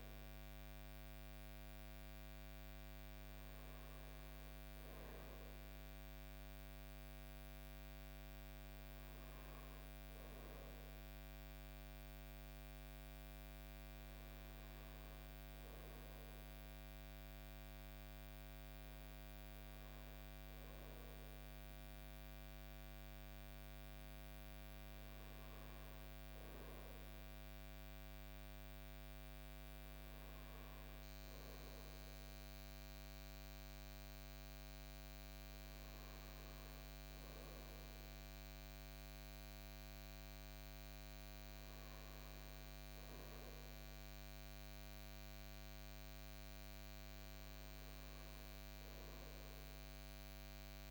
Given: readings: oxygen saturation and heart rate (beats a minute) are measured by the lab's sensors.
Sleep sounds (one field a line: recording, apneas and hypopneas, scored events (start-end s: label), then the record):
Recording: breathing in sleep, hard to hear, by a microphone on the trachea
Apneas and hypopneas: none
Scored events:
none scored
From the record:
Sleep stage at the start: N2 (light sleep)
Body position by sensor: on the front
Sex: male